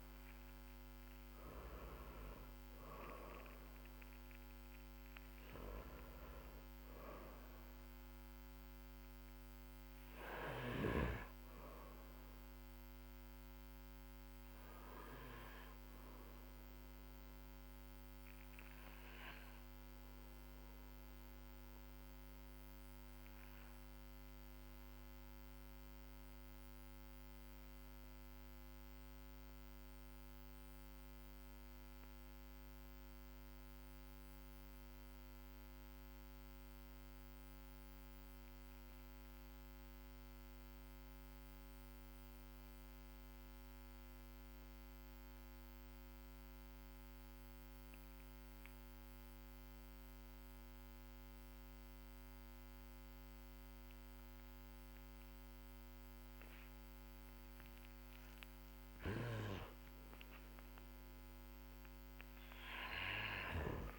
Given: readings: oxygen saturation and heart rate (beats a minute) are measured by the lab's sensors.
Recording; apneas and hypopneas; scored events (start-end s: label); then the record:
breathing in sleep by a microphone on the trachea; 1
0.00-1.50 s: arousal
0.00-34.00 s: oxygen desaturation (device-marked, oxygen 88% lowest, heart rate 45 extreme)
17.00-57.00 s: mixed apnea (oxygen 96% before, 88% lowest, heart rate 53 before, 45 extreme, up 14 after)
59.00-63.99 s: arousal
From the record:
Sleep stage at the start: N2 (light sleep); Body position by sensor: on the back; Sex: male